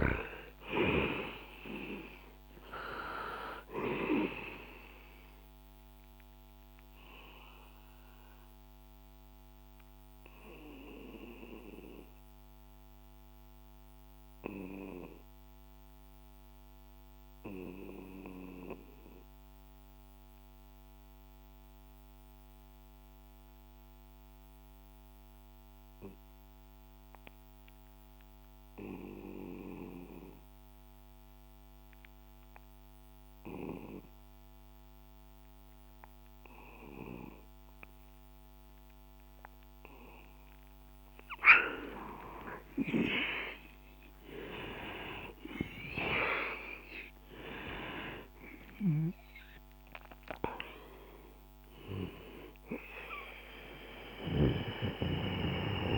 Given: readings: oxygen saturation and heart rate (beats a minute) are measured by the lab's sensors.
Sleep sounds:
breathing in sleep by a microphone on the trachea; 1
0.00-2.00 s: arousal
0.00-25.50 s: oxygen desaturation (device-marked, oxygen 89% lowest, heart rate 59 extreme)
5.00-38.50 s: obstructive apnea (oxygen 98% before, 87% lowest, heart rate 65 before, 59 extreme, up 8 after)
40.00-44.00 s: arousal
43.50-55.97 s: oxygen desaturation (device-marked, oxygen 97% before, 87% lowest, heart rate 63 before, 61 extreme)
From the record:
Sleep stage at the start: N2 (light sleep); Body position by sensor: on the back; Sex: male

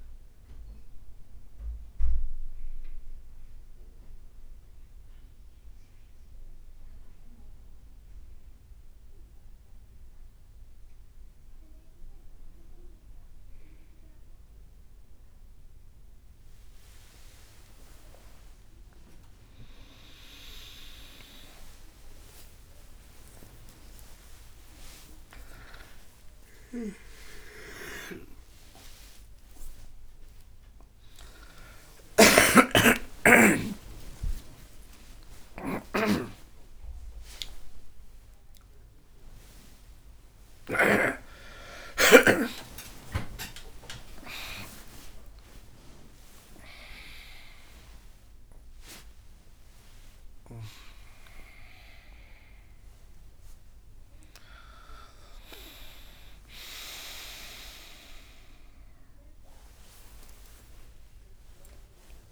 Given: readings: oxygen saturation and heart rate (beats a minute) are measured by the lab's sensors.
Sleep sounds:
a person awake in a sleep study, by a room microphone; none
16.50-20.00 s: leg movement (device-marked)
21.00-23.00 s: long interval between heartbeats (device-marked, heart rate 63 before, 62 extreme)
22.00-62.32 s: new sleep stage, awake
29.00-46.00 s: tachycardia (device-marked, heart rate 64 before, 160 extreme)
31.50-33.50 s: long interval between heartbeats (device-marked, heart rate 61 before, 89 extreme)
31.50-35.50 s: snoring (device-marked)
33.50-35.50 s: long interval between heartbeats (device-marked, heart rate 65 before, 130 extreme)
36.50-38.50 s: long interval between heartbeats (device-marked, heart rate 76 before, 159 extreme)
40.50-42.50 s: long interval between heartbeats (device-marked, heart rate 92 before, 109 extreme)
43.00-45.00 s: long interval between heartbeats (device-marked, heart rate 100 before, 135 extreme)
51.50-58.00 s: leg movement (device-marked)
58.50-62.32 s: leg movement (device-marked)
59.00-62.32 s: tachycardia (device-marked, heart rate 67 before, 203 extreme)
59.50-61.50 s: long interval between heartbeats (device-marked, heart rate 102 before, 87 extreme)
From the record:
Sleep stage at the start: N1 (lightest sleep); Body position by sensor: on the right side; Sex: male

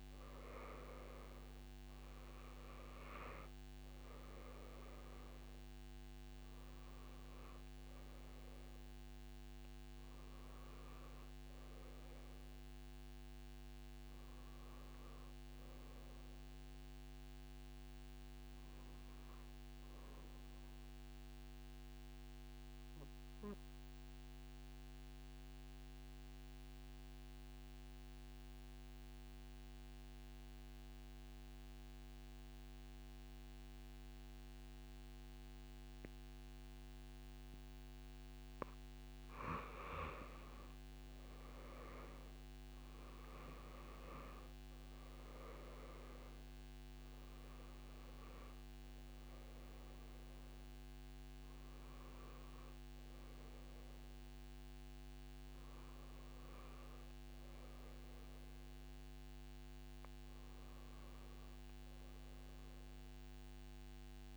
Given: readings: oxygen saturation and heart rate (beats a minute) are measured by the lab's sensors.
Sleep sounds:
breathing in sleep, hard to hear, by a microphone on the trachea; 1
0.00-1.00 s: arousal
0.00-17.50 s: oxygen desaturation (device-marked, oxygen 88% lowest)
22.00-37.50 s: hypopnea (oxygen 97% before, 88% lowest, heart rate 35 before, 43 extreme, up 14 after)
37.50-59.50 s: oxygen desaturation (device-marked, oxygen 97% before, 88% lowest)
40.00-43.50 s: arousal
From the record:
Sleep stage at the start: N2 (light sleep); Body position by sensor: on the back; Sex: female

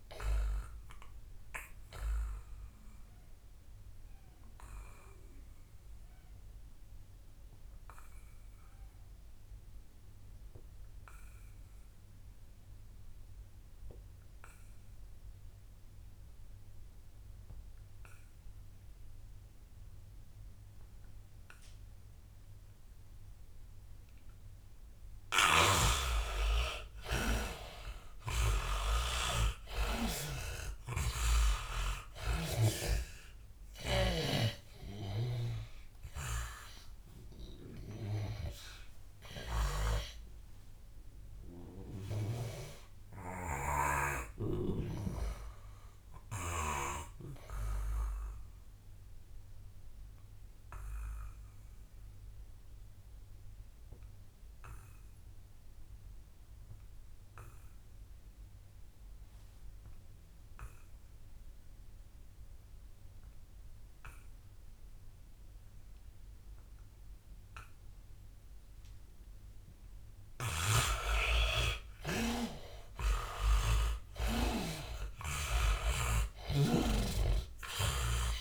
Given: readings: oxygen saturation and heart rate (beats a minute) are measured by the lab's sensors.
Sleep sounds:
breathing in sleep by a room microphone; 2
0.00-13.50 s: oxygen desaturation (device-marked, oxygen 74% lowest, heart rate 79 extreme)
1.00-25.00 s: obstructive apnea (oxygen 100% before, 74% lowest, heart rate 84 before, 85 extreme, up 9 after)
23.50-49.50 s: oxygen desaturation (device-marked, oxygen 100% before, 79% lowest, heart rate 88 before, 81 extreme)
25.50-33.00 s: snoring (device-marked)
27.00-31.00 s: arousal
35.00-44.00 s: snoring (device-marked)
40.00-70.00 s: obstructive apnea (oxygen 100% before, 77% lowest, heart rate 91 before, 81 extreme, up 11 after)
64.50-78.41 s: oxygen desaturation (device-marked, oxygen 99% before, 77% lowest, heart rate 89 before, 82 extreme)
70.50-77.00 s: snoring (device-marked)
74.00-77.50 s: arousal
From the record:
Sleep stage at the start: N2 (light sleep); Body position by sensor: on the back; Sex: male

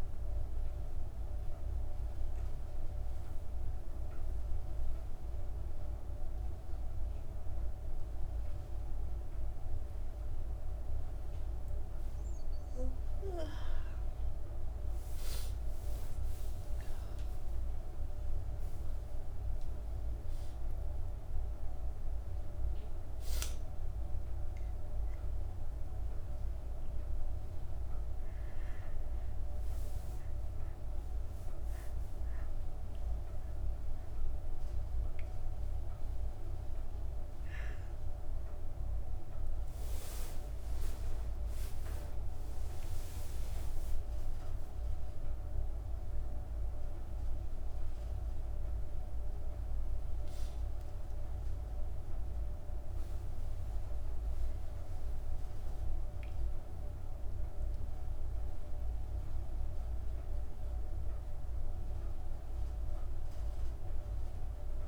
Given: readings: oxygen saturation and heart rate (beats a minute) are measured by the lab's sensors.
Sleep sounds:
a person awake in a sleep study, hard to hear, by a room microphone; none
none scored
From the record:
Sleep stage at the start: awake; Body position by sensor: on the back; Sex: female

